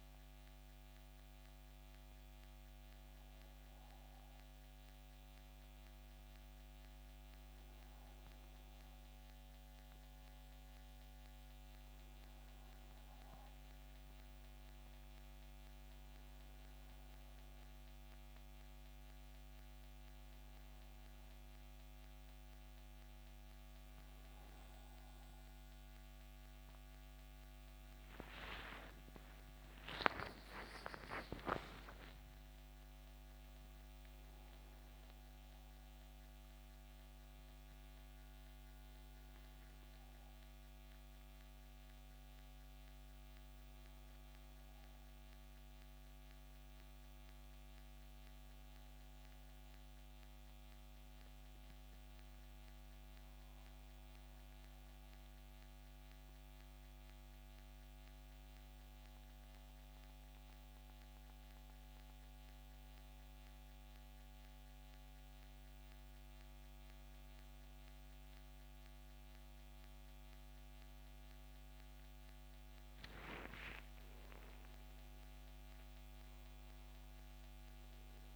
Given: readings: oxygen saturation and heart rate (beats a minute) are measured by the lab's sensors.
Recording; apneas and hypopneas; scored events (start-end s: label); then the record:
breathing in sleep, hard to hear, by a microphone on the trachea; none
7.50-34.50 s: oxygen desaturation (device-marked, oxygen 94% before, 89% lowest, heart rate 75 before, 74 extreme)
27.50-32.00 s: arousal
From the record:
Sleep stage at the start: N1 (lightest sleep); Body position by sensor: on the back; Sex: male